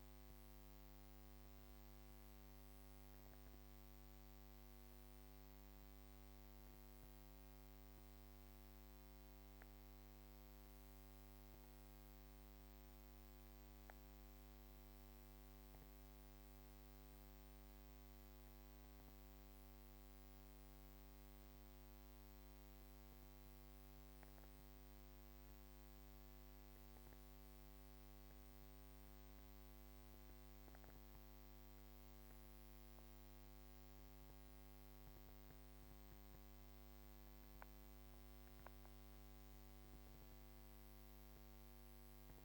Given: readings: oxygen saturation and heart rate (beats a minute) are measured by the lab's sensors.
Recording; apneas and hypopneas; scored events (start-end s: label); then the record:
breathing in sleep, hard to hear, by a microphone on the trachea; 1
0.00-2.00 s: arousal
6.50-22.00 s: hypopnea (oxygen 98% before, 95% lowest, heart rate 70 before, 46 extreme, up 44 after)
From the record:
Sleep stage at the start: N2 (light sleep); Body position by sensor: on the back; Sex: female